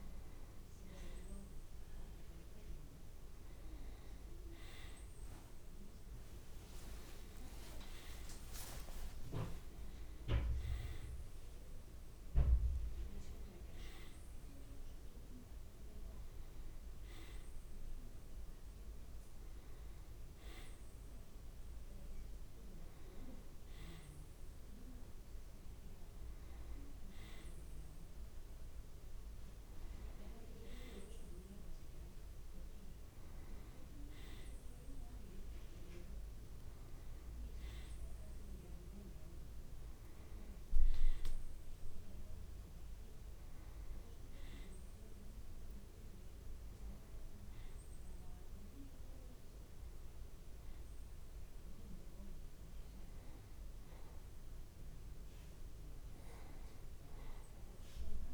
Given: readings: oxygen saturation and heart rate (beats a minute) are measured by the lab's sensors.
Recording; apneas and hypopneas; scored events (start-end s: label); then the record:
breathing in sleep by a room microphone; none
7.00-11.00 s: arousal
51.50-58.34 s: new sleep stage, N2 (light sleep)
From the record:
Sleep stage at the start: N1 (lightest sleep); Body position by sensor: on the back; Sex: male